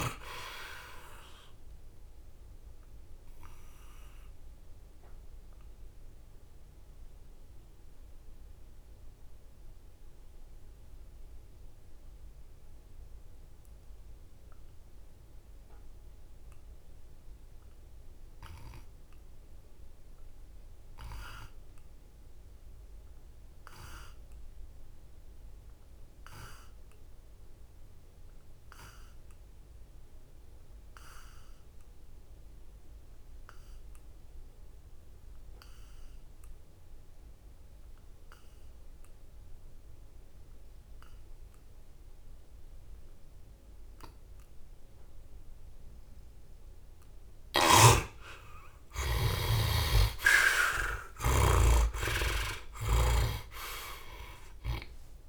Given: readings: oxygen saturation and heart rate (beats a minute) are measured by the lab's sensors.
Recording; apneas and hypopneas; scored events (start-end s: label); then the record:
breathing in sleep by a room microphone; 1
2.50-45.50 s: mixed apnea (heart rate 81 before, 62 extreme, up 10 after)
48.50-52.00 s: arousal
From the record:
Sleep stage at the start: N2 (light sleep); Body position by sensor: on the back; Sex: male